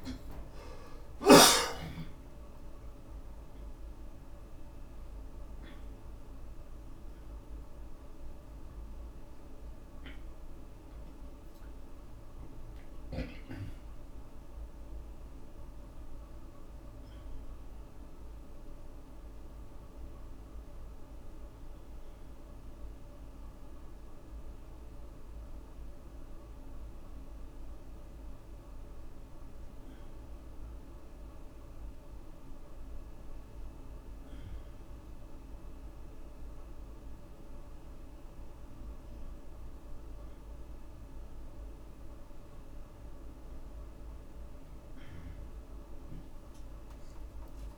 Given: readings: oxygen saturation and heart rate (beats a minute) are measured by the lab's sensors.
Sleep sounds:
a person awake in a sleep study, hard to hear, by a room microphone; none
0.00-1.50 s: snoring (device-marked)
From the record:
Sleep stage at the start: awake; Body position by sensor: upright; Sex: male

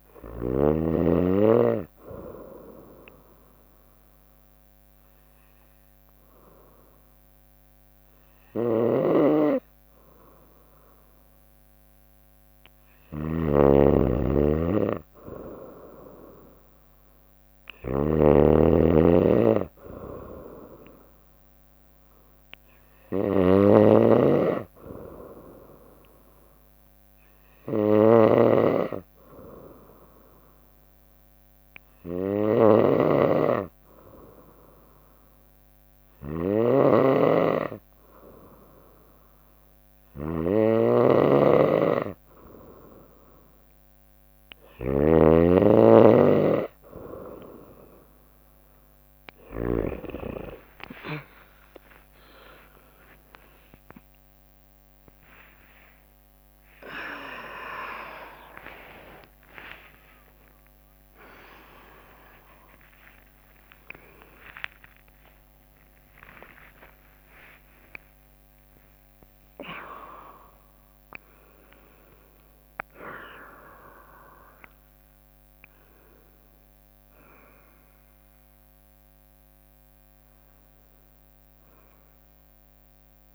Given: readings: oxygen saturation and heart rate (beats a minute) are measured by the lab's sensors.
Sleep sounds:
a person awake in a sleep study, by a microphone on the trachea; 2
2.00-13.50 s: hypopnea (oxygen 96% before, 92% lowest, heart rate 63 before, 62 extreme, up 1 after)
8.50-50.00 s: snoring (device-marked)
17.00-20.00 s: arousal
28.50-41.50 s: hypopnea (oxygen 96% before, 92% lowest, heart rate 64 before, 62 extreme, up 4 after)
39.50-83.35 s: new sleep stage, awake
48.50-67.50 s: oxygen desaturation (device-marked, oxygen 96% before, 92% lowest, heart rate 64 before, 69 extreme)
49.50-67.50 s: tachycardia (device-marked, heart rate 65 before, 138 extreme)
52.00-54.00 s: long interval between heartbeats (device-marked, heart rate 64 before, 84 extreme)
54.50-70.50 s: drop in pulse transit time (device-marked, heart rate 70 before, 110 extreme)
56.50-58.50 s: long interval between heartbeats (device-marked, heart rate 75 before, 127 extreme)
60.00-62.00 s: long interval between heartbeats (device-marked, heart rate 85 before, 115 extreme)
63.50-65.50 s: long interval between heartbeats (device-marked, heart rate 95 before, 119 extreme)
67.50-69.50 s: long interval between heartbeats (device-marked, heart rate 107 before, 137 extreme)
From the record:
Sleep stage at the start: N2 (light sleep); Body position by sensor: on the right side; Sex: female

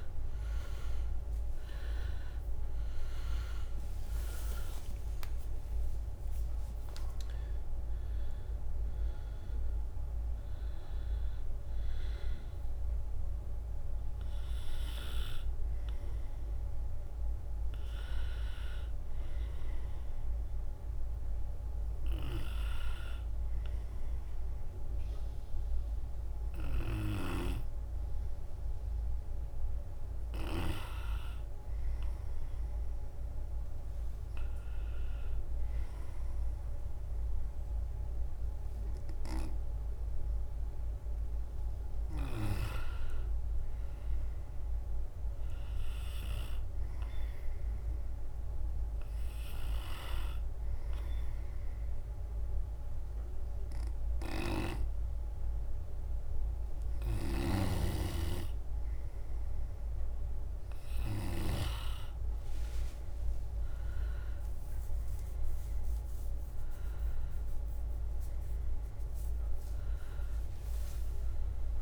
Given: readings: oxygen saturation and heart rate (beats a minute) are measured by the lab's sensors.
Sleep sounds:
breathing in sleep by a room microphone; none
0.00-13.50 s: drop in pulse transit time (device-marked, heart rate 70 extreme)
0.00-25.50 s: oxygen desaturation (device-marked, oxygen 92% lowest, heart rate 64 extreme)
2.50-6.00 s: arousal
41.50-51.50 s: drop in pulse transit time (device-marked, heart rate 65 before, 66 extreme)
61.00-65.50 s: arousal
65.50-71.82 s: drop in pulse transit time (device-marked, heart rate 68 before, 64 extreme)
70.00-71.82 s: leg movement (device-marked)
From the record:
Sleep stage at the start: N2 (light sleep); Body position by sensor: on the right side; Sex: male

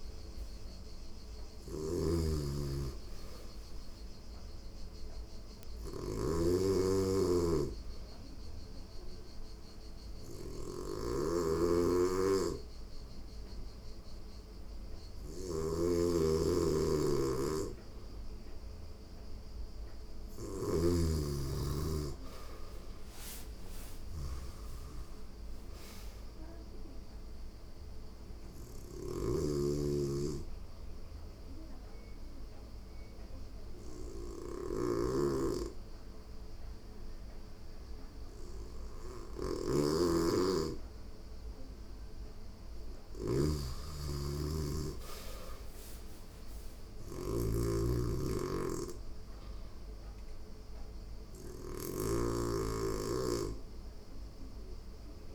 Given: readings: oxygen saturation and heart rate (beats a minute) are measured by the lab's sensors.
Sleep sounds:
breathing in sleep by a room microphone; 2
0.00-21.50 s: oxygen desaturation (device-marked, oxygen 89% lowest, heart rate 87 extreme)
0.00-55.35 s: snoring (device-marked)
6.50-18.00 s: hypopnea (oxygen 97% before, 89% lowest, heart rate 89 before, 87 extreme, up 5 after)
19.50-23.50 s: arousal
29.50-42.00 s: obstructive apnea (oxygen 94% before, 91% lowest, heart rate 89 before, 87 extreme, up 3 after)
43.50-46.50 s: arousal
From the record:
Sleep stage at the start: N2 (light sleep); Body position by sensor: on the back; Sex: female

